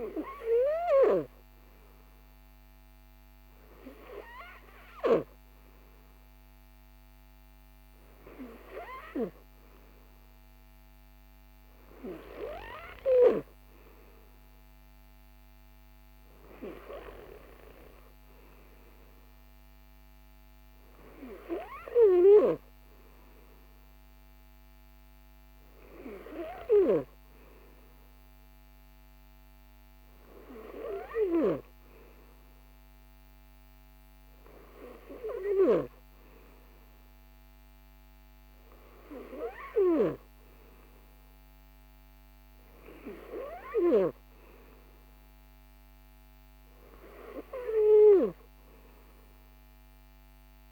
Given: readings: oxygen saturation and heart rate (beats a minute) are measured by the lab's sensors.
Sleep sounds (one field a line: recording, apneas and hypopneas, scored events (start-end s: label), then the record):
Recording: breathing in sleep by a microphone on the trachea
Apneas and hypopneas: none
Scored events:
none scored
From the record:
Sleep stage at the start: N3 (deep sleep)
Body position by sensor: on the right side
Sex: male